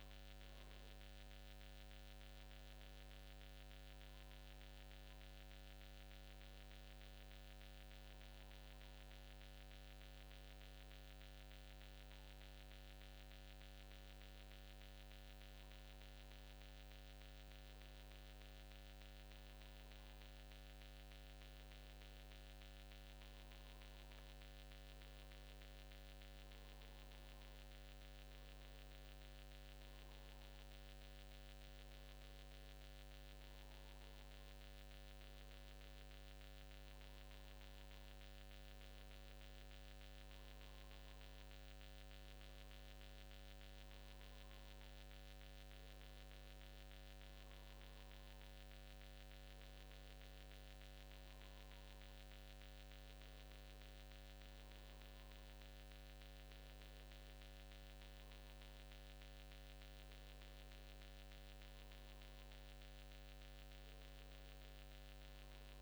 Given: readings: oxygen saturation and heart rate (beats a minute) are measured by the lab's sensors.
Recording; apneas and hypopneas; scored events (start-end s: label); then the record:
breathing in sleep, hard to hear, by a microphone on the trachea; none
none scored
From the record:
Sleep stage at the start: N2 (light sleep); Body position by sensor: on the back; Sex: male